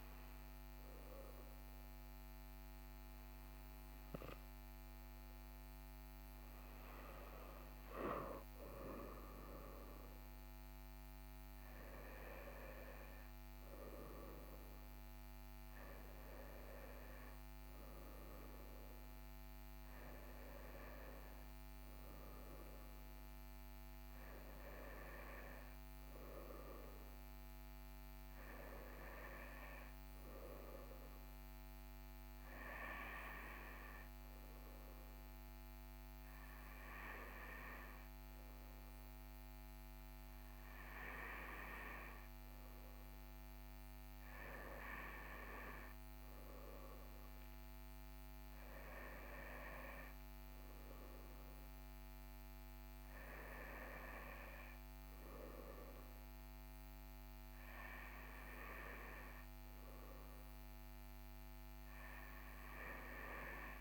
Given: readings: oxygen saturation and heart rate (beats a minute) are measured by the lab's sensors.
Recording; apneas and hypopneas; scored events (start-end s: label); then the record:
breathing in sleep by a microphone on the trachea; none
8.00-12.00 s: arousal
From the record:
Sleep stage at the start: N2 (light sleep); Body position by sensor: on the right side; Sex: male